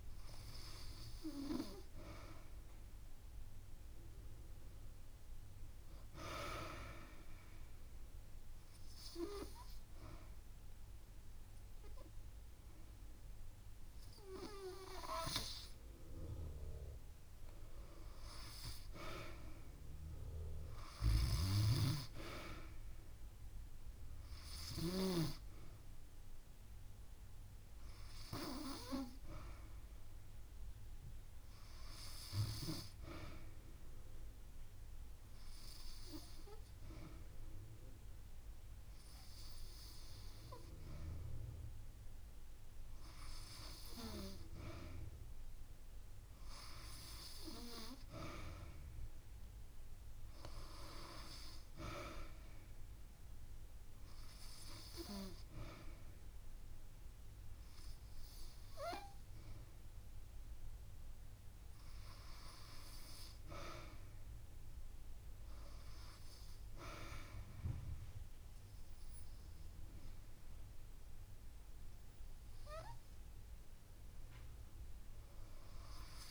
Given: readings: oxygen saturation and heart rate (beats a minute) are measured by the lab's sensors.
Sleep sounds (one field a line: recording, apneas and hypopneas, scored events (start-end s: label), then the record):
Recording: breathing in sleep by a room microphone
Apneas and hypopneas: 2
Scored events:
7.00-18.00 s: obstructive apnea (oxygen 96% before, 94% lowest)
20.50-24.50 s: arousal
33.50-45.50 s: hypopnea (oxygen 96% before, 94% lowest)
40.00-69.00 s: bradycardia (device-marked)
47.50-51.00 s: arousal
From the record:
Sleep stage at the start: N2 (light sleep)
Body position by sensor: on the back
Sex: female